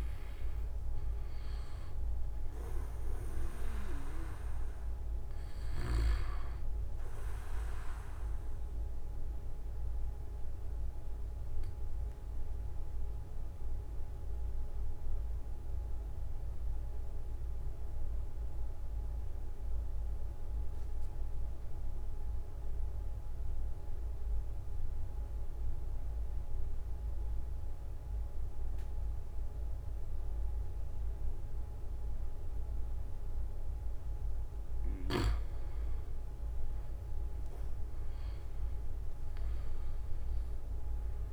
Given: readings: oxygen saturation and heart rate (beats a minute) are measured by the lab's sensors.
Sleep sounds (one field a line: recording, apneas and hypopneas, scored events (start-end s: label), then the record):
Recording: breathing in sleep by a room microphone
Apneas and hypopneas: 1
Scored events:
0.00-24.50 s: oxygen desaturation (device-marked, oxygen 91% lowest)
6.50-33.00 s: obstructive apnea (oxygen 97% before, 91% lowest)
13.00-15.00 s: long interval between heartbeats (device-marked)
19.50-21.50 s: long interval between heartbeats (device-marked)
25.00-27.00 s: long interval between heartbeats (device-marked)
29.00-31.00 s: long interval between heartbeats (device-marked)
33.00-35.00 s: long interval between heartbeats (device-marked)
35.50-39.50 s: arousal
39.50-41.33 s: oxygen desaturation (device-marked, oxygen 97% before, 91% lowest)
From the record:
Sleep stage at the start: N2 (light sleep)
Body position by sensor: on the back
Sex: male